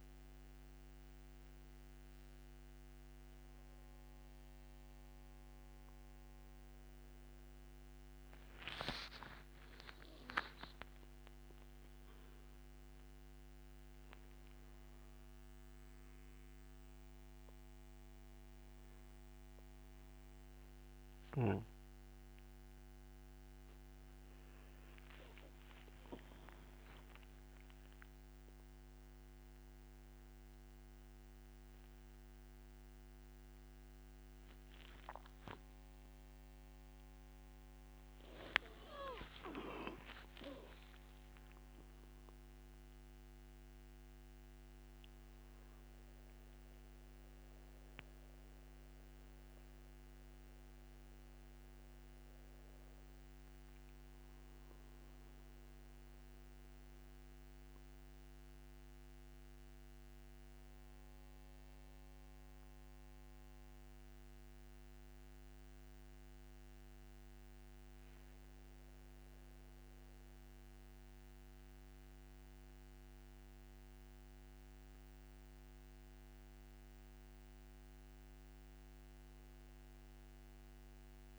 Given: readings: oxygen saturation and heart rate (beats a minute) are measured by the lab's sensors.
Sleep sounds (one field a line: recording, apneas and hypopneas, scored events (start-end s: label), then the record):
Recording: a person awake in a sleep study, by a microphone on the trachea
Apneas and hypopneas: none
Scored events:
none scored
From the record:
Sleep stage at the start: awake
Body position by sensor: on the back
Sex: male